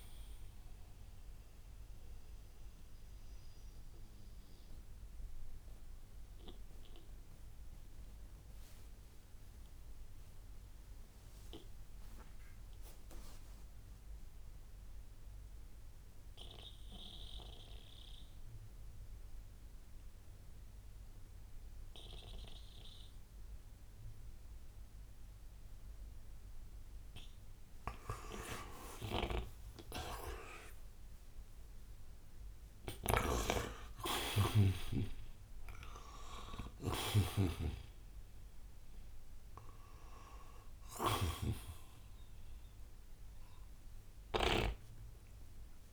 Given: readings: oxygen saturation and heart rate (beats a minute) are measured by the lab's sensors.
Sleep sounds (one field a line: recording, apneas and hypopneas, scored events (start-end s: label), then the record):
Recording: breathing in sleep by a room microphone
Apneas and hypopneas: 1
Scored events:
0.00-11.00 s: oxygen desaturation (device-marked, oxygen 90% lowest, heart rate 61 extreme)
2.00-27.00 s: mixed apnea (oxygen 96% before, 86% lowest, heart rate 78 before, 61 extreme, up 34 after)
6.00-45.93 s: new sleep stage, N2 (light sleep)
29.00-32.00 s: arousal
30.00-45.93 s: oxygen desaturation (device-marked, oxygen 97% before, 86% lowest, heart rate 65 before, 62 extreme)
32.50-44.50 s: snoring (device-marked)
From the record:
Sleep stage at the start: N1 (lightest sleep)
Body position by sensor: on the right side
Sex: male